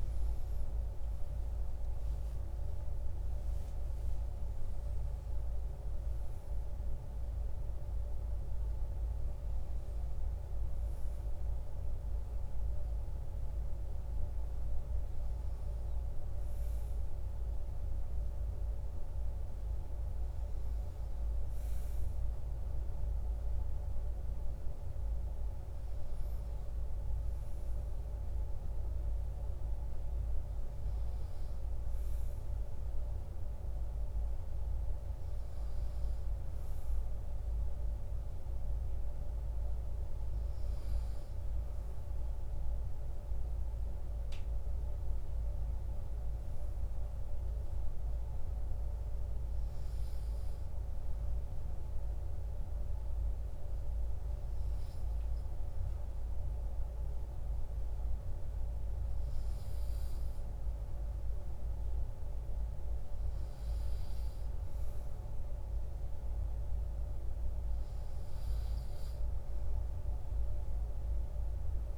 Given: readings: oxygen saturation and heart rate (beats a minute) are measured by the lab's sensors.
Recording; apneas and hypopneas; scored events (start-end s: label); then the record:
a person partly awake in a sleep study, hard to hear, by a room microphone; none
0.00-1.50 s: oxygen desaturation (device-marked, oxygen 93% lowest, heart rate 55 extreme)
17.50-71.98 s: new sleep stage, N2 (light sleep)
From the record:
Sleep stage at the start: awake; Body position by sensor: on the right side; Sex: male